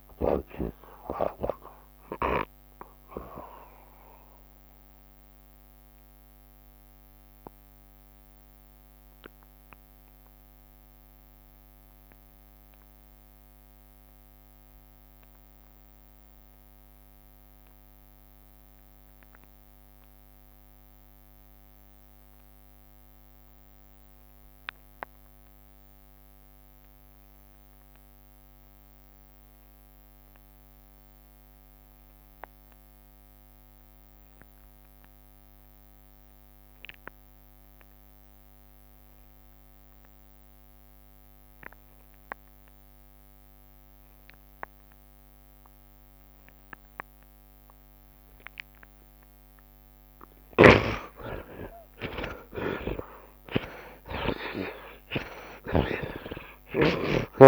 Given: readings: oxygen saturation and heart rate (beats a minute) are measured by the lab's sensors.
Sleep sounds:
breathing in sleep by a microphone on the trachea; 1
0.00-20.00 s: oxygen desaturation (device-marked, oxygen 51% lowest, heart rate 64 extreme)
1.00-49.50 s: obstructive apnea (oxygen 85% before, 50% lowest, heart rate 89 before, 64 extreme, up 22 after)
13.00-15.00 s: long interval between heartbeats (device-marked, heart rate 91 before, 65 extreme)
22.00-57.47 s: oxygen desaturation (device-marked, oxygen 84% before, 50% lowest, heart rate 74 before, 72 extreme)
39.50-41.50 s: long interval between heartbeats (device-marked, heart rate 79 before, 96 extreme)
50.50-52.50 s: long interval between heartbeats (device-marked, heart rate 85 before, 89 extreme)
51.00-54.50 s: arousal
From the record:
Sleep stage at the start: N2 (light sleep); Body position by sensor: on the right side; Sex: male

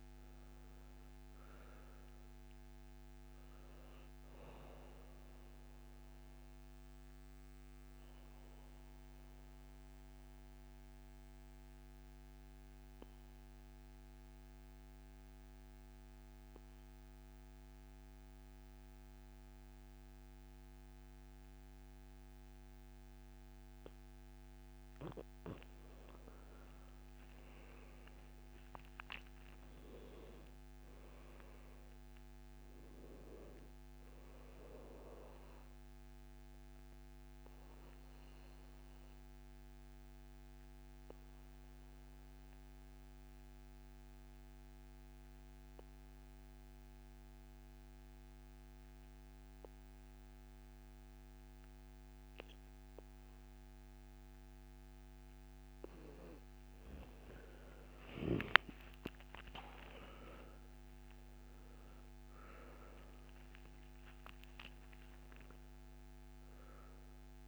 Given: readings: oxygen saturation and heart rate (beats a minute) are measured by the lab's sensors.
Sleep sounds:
breathing in sleep by a microphone on the trachea; 2
0.00-13.00 s: oxygen desaturation (device-marked, oxygen 83% lowest, heart rate 63 extreme)
6.50-24.50 s: obstructive apnea (oxygen 99% before, 83% lowest, heart rate 70 before, 64 extreme, up 11 after)
27.00-30.00 s: arousal
29.00-46.00 s: oxygen desaturation (device-marked, oxygen 98% before, 88% lowest, heart rate 68 before, 64 extreme)
35.50-54.50 s: obstructive apnea (oxygen 99% before, 85% lowest, heart rate 71 before, 64 extreme, up 15 after)
55.00-67.48 s: oxygen desaturation (device-marked, oxygen 98% before, 85% lowest, heart rate 67 before, 63 extreme)
57.00-61.50 s: arousal
From the record:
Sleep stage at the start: N2 (light sleep); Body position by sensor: on the back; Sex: male

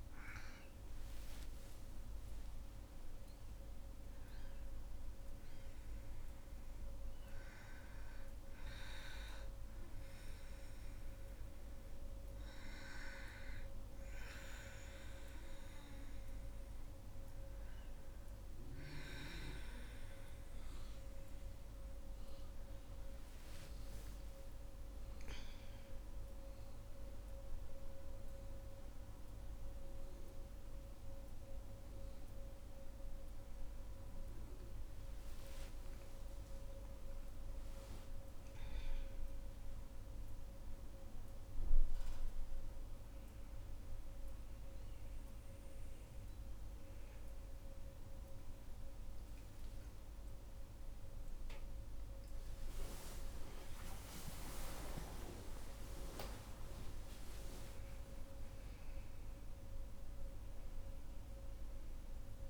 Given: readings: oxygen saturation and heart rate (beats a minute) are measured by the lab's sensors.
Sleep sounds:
a person awake in a sleep study, by a room microphone; none
0.00-5.00 s: arousal
19.50-62.50 s: new sleep stage, awake
23.00-25.00 s: long interval between heartbeats (device-marked, heart rate 63 before, 72 extreme)
From the record:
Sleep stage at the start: N2 (light sleep); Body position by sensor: on the back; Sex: female

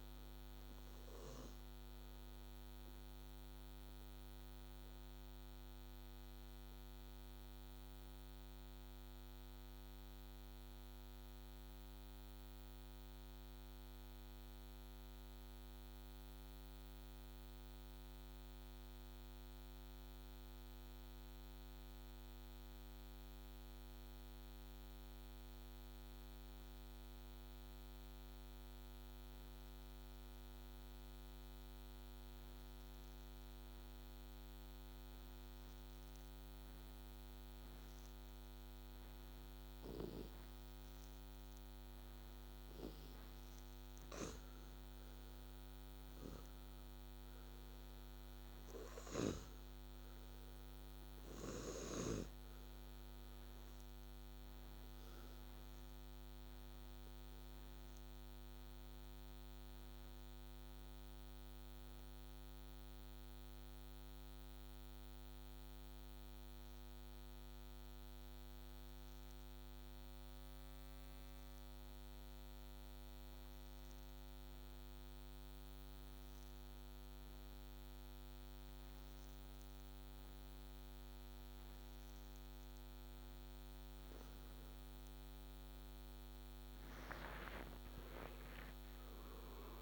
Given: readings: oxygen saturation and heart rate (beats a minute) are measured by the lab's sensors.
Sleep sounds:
breathing in sleep, hard to hear, by a microphone on the trachea; 2
0.00-24.50 s: oxygen desaturation (device-marked, oxygen 81% lowest, heart rate 64 extreme)
3.50-42.50 s: mixed apnea (oxygen 98% before, 81% lowest, heart rate 72 before, 64 extreme, up 7 after)
37.50-73.50 s: oxygen desaturation (device-marked, oxygen 98% before, 81% lowest, heart rate 66 before, 64 extreme)
45.00-50.00 s: arousal
54.00-81.50 s: obstructive apnea (oxygen 99% before, 81% lowest, heart rate 70 before, 64 extreme, up 10 after)
83.00-88.50 s: arousal
83.50-89.82 s: oxygen desaturation (device-marked, oxygen 98% before, 85% lowest, heart rate 65 before, 62 extreme)
From the record:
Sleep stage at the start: N2 (light sleep); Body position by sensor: on the back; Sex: male

